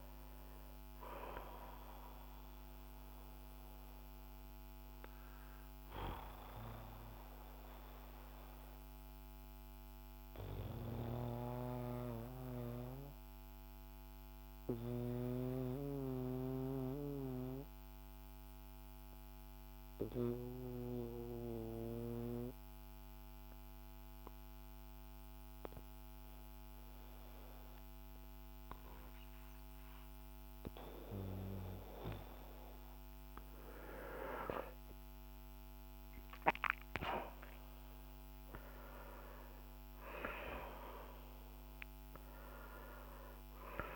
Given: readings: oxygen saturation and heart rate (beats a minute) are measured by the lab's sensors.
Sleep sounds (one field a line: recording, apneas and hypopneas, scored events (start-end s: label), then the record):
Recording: breathing in sleep by a microphone on the trachea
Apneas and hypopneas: 1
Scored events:
3.50-33.00 s: obstructive apnea (oxygen 97% before, 88% lowest, heart rate 61 before, 43 extreme, up 8 after)
34.50-38.00 s: arousal
38.50-43.96 s: oxygen desaturation (device-marked, oxygen 97% before, 88% lowest, heart rate 55 before, 48 extreme)
From the record:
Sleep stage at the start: N2 (light sleep)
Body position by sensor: on the back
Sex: male